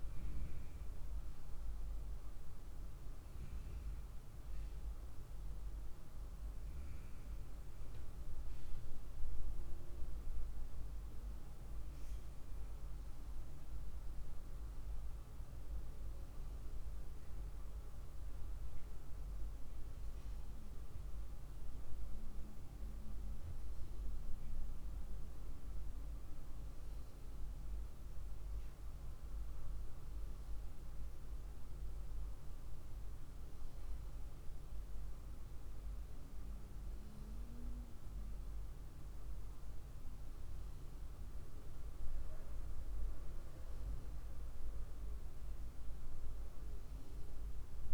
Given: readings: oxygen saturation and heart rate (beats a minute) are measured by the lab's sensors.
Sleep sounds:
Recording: a person partly awake in a sleep study, hard to hear, by a room microphone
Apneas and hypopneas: none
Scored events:
13.50-47.94 s: new sleep stage, N1 (lightest sleep)
From the record:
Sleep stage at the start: awake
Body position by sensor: on the right side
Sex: female

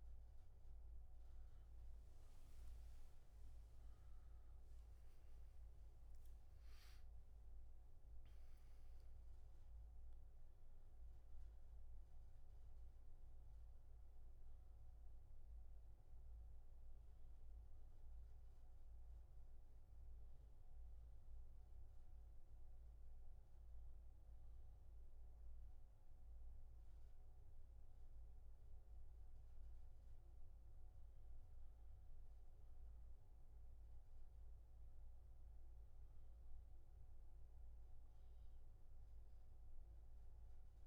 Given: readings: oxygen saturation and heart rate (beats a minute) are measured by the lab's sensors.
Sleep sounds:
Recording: breathing in sleep, hard to hear, by a room microphone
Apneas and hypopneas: 1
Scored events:
6.00-10.00 s: arousal
12.50-27.50 s: hypopnea (oxygen 96% before, 90% lowest, heart rate 78 before, 64 extreme, up 1 after)
22.50-40.86 s: new sleep stage, N2 (light sleep)
30.50-34.50 s: arousal
33.50-40.86 s: oxygen desaturation (device-marked, oxygen 97% before, 93% lowest, heart rate 71 before, 64 extreme)
From the record:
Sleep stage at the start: N1 (lightest sleep)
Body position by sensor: on the back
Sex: male

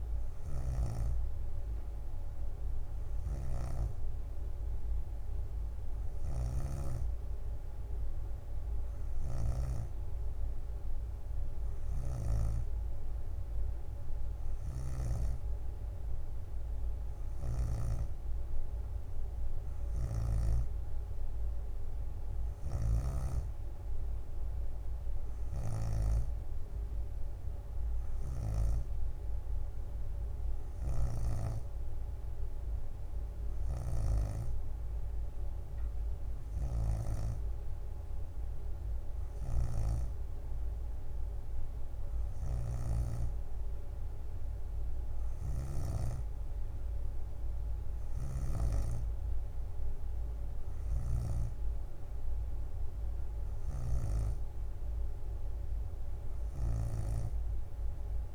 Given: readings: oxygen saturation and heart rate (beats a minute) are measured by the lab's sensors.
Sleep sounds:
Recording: breathing in sleep by a room microphone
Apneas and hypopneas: none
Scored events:
0.00-3.00 s: leg movement (device-marked)
0.00-18.00 s: snoring (device-marked)
20.00-23.50 s: snoring (device-marked)
23.00-34.00 s: drop in pulse transit time (device-marked, heart rate 63 before, 60 extreme)
30.50-32.00 s: leg movement (device-marked)
36.00-38.00 s: bradycardia (device-marked, heart rate 62 before, 61 extreme)
39.50-43.00 s: snoring (device-marked)
45.00-46.50 s: leg movement (device-marked)
48.50-49.00 s: leg movement (device-marked)
56.50-58.00 s: leg movement (device-marked)
From the record:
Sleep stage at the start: N3 (deep sleep)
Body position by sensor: on the back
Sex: female

